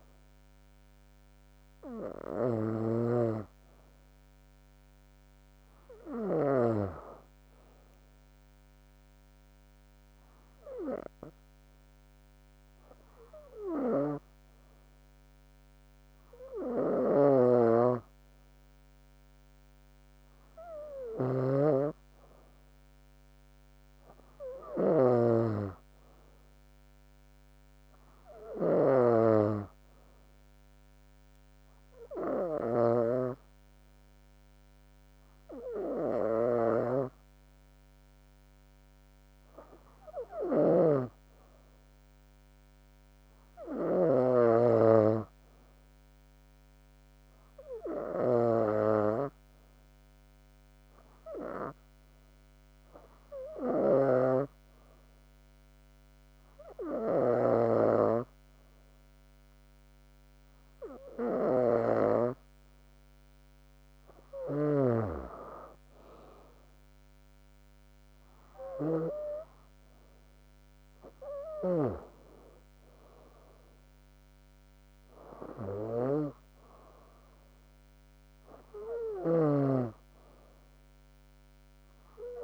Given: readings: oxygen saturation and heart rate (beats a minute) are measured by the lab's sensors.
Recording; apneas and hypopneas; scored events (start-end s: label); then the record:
breathing in sleep by a microphone on the trachea; 2
9.00-22.50 s: hypopnea (oxygen 97% before, 94% lowest, heart rate 71 before, 68 extreme, up 1 after)
25.00-29.50 s: arousal
47.00-49.00 s: long interval between heartbeats (device-marked, heart rate 70 before, 81 extreme)
49.50-62.50 s: hypopnea (oxygen 96% before, 94% lowest, heart rate 71 before, 68 extreme, up 3 after)
64.50-68.00 s: arousal
77.50-80.50 s: arousal
From the record:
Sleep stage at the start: N2 (light sleep); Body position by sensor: on the back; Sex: female